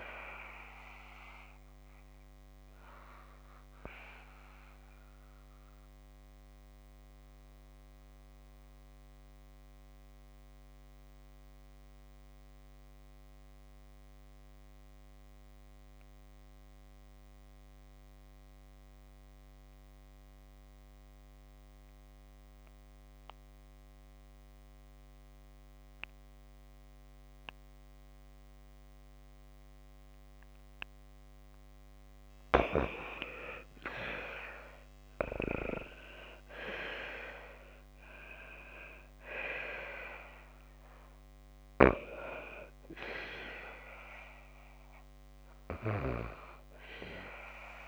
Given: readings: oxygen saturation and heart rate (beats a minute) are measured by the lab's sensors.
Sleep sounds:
breathing in sleep by a microphone on the trachea; 1
0.00-31.00 s: oxygen desaturation (device-marked, oxygen 80% lowest, heart rate 52 extreme)
2.50-30.00 s: obstructive apnea (oxygen 97% before, 80% lowest, heart rate 57 before, 52 extreme, up 2 after)
32.00-37.00 s: arousal
41.00-47.88 s: oxygen desaturation (device-marked, oxygen 98% before, 84% lowest, heart rate 55 before, 53 extreme)
From the record:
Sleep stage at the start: N2 (light sleep); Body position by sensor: on the back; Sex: female

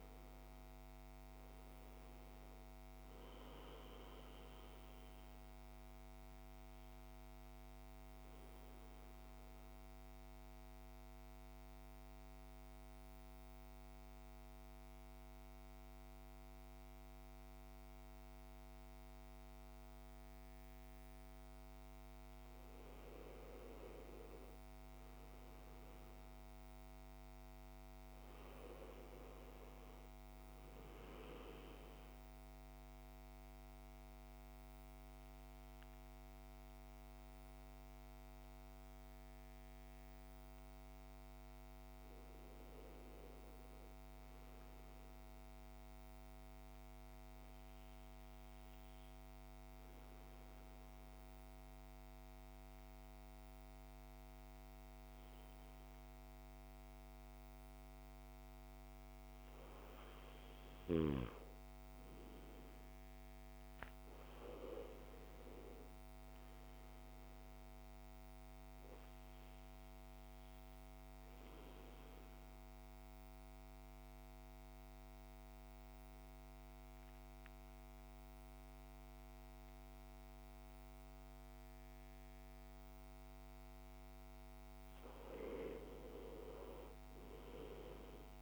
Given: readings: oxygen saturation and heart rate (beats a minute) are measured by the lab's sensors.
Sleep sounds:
breathing in sleep by a microphone on the trachea; 3
0.00-19.00 s: oxygen desaturation (device-marked, oxygen 89% lowest, heart rate 49 extreme)
4.50-20.50 s: central apnea (oxygen 97% before, 89% lowest, heart rate 60 before, 49 extreme, up 10 after)
23.00-26.00 s: arousal
31.00-43.00 s: oxygen desaturation (device-marked, oxygen 99% before, 92% lowest, heart rate 55 before, 52 extreme)
42.50-45.00 s: arousal
46.00-59.00 s: obstructive apnea (oxygen 99% before, 90% lowest, heart rate 57 before, 52 extreme, up 6 after)
61.00-65.00 s: arousal
69.00-86.00 s: oxygen desaturation (device-marked, oxygen 96% before, 90% lowest, heart rate 55 before, 52 extreme)
71.50-83.50 s: mixed apnea (oxygen 97% before, 90% lowest, heart rate 55 before, 53 extreme, up 6 after)
85.00-88.42 s: arousal
From the record:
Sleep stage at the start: N2 (light sleep); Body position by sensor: on the back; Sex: male

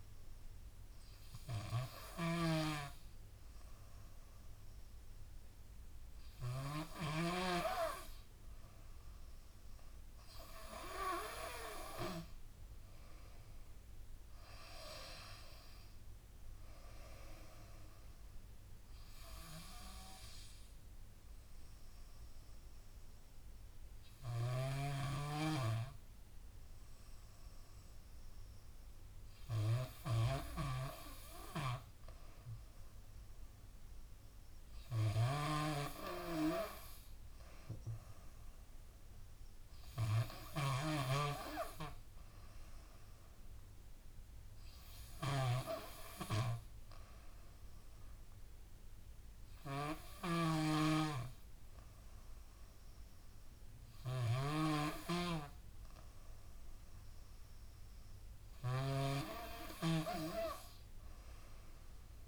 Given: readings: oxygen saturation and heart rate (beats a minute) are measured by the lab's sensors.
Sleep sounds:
breathing in sleep by a room microphone; none
2.00-7.00 s: snoring (device-marked)
13.00-22.00 s: drop in pulse transit time (device-marked, heart rate 82 before, 85 extreme)
14.00-30.00 s: oxygen desaturation (device-marked, oxygen 95% before, 92% lowest, heart rate 82 before, 77 extreme)
24.00-59.00 s: snoring (device-marked)
From the record:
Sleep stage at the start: N2 (light sleep); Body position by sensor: on the left side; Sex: female

